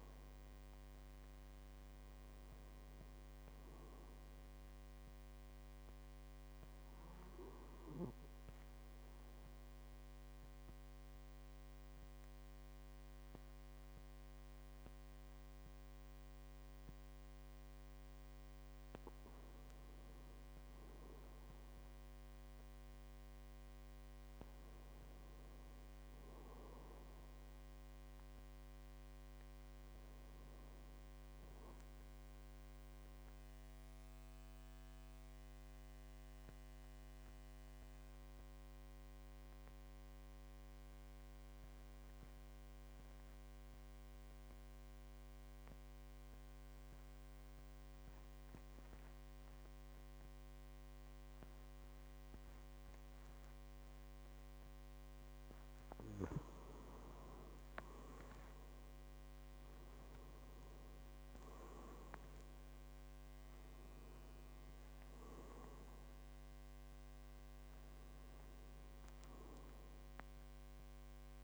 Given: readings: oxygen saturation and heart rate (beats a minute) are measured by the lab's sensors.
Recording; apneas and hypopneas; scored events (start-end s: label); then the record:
breathing in sleep, hard to hear, by a microphone on the trachea; 2
8.50-18.50 s: central apnea (oxygen 97% before, 90% lowest, heart rate 54 before, 47 extreme, up 5 after)
19.50-24.00 s: arousal
32.00-55.50 s: obstructive apnea (oxygen 98% before, 90% lowest, heart rate 51 before, 47 extreme, up 7 after)
53.00-71.43 s: oxygen desaturation (device-marked, oxygen 96% before, 90% lowest, heart rate 49 before, 47 extreme)
57.00-60.50 s: arousal
From the record:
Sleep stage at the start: N2 (light sleep); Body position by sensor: on the back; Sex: male